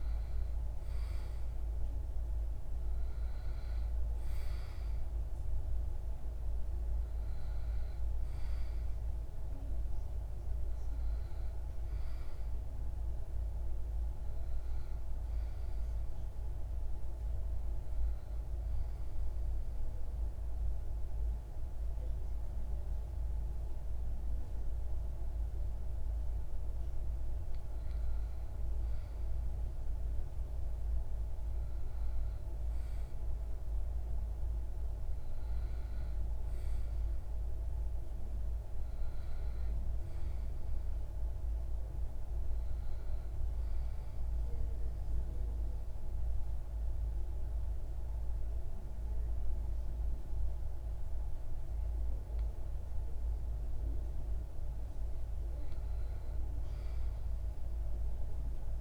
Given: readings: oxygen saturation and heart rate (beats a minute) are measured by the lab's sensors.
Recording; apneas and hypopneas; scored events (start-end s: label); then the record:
breathing in sleep, hard to hear, by a room microphone; 2
17.50-27.50 s: central apnea (oxygen 95% before, 93% lowest, heart rate 53 before, 37 extreme, up 41 after)
30.00-34.50 s: arousal
43.00-54.50 s: obstructive apnea (oxygen 95% before, 92% lowest)
From the record:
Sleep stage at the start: REM sleep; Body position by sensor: on the back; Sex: male